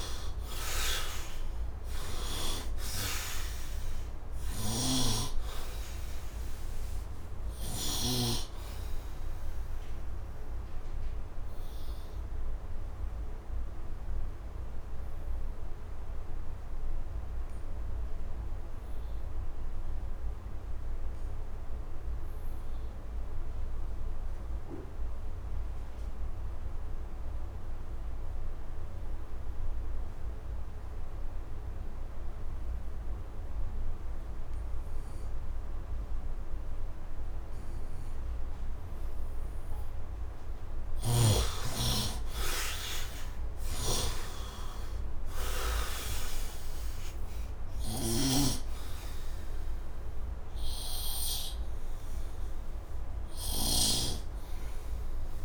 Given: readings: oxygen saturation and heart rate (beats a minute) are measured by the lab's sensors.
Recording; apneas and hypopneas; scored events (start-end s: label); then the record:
breathing in sleep by a room microphone; 1
0.00-1.50 s: arousal
0.00-25.00 s: oxygen desaturation (device-marked, oxygen 67% lowest, heart rate 71 extreme)
4.50-8.00 s: snoring (device-marked)
10.50-39.00 s: obstructive apnea (oxygen 93% before, 67% lowest, heart rate 81 before, 71 extreme, up 10 after)
27.00-55.45 s: oxygen desaturation (device-marked, oxygen 100% before, 69% lowest, heart rate 73 before, 72 extreme)
40.50-55.45 s: snoring (device-marked)
41.50-44.50 s: arousal
From the record:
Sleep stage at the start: N2 (light sleep); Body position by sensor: on the right side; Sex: male